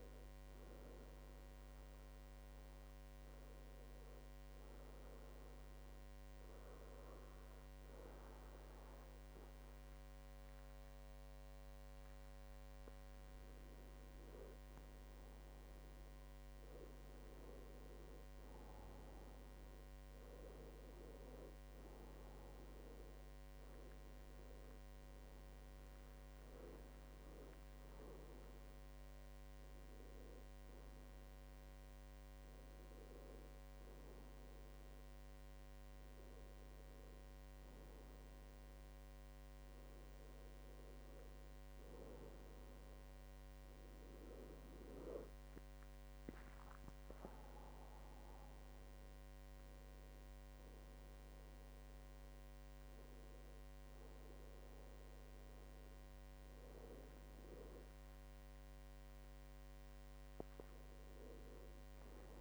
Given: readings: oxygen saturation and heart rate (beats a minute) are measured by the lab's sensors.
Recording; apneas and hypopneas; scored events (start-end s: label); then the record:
breathing in sleep by a microphone on the trachea; 2
1.00-12.50 s: hypopnea (oxygen 99% before, 95% lowest, heart rate 74 before, 69 extreme, up 8 after)
14.00-17.50 s: arousal
47.50-58.00 s: hypopnea (oxygen 97% before, 94% lowest, heart rate 78 before, 73 extreme, up 6 after)
60.00-62.41 s: arousal
From the record:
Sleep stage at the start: N2 (light sleep); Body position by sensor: on the back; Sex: male